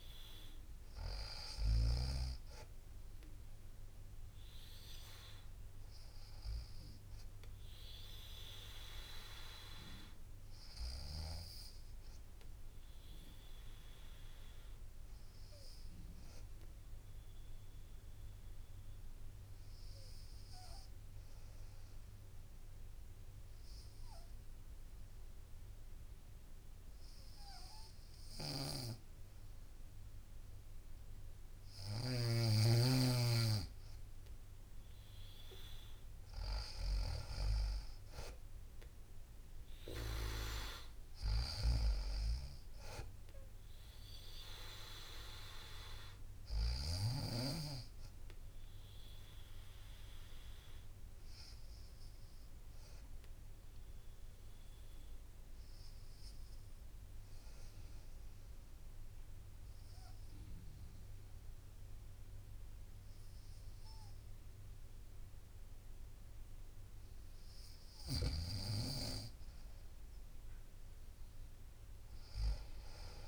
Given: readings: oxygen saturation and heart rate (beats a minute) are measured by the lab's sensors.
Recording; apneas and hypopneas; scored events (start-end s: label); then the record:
breathing in sleep by a room microphone; 2
0.00-1.00 s: arousal
0.00-1.50 s: snoring (device-marked)
0.00-14.00 s: drop in pulse transit time (device-marked, heart rate 60 before, 58 extreme)
5.00-21.00 s: oxygen desaturation (device-marked, oxygen 97% before, 93% lowest, heart rate 60 before, 57 extreme)
14.50-32.00 s: obstructive apnea (oxygen 97% before, 93% lowest, heart rate 60 before, 57 extreme, up 3 after)
26.00-35.00 s: bradycardia (device-marked, heart rate 61 before, 57 extreme)
28.00-40.00 s: snoring (device-marked)
34.50-38.00 s: arousal
35.00-51.00 s: drop in pulse transit time (device-marked, heart rate 59 before, 57 extreme)
50.00-66.50 s: obstructive apnea (oxygen 96% before, 93% lowest, heart rate 61 before, 61 extreme, up 2 after)
68.50-71.00 s: arousal
From the record:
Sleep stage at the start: N2 (light sleep); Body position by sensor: on the right side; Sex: female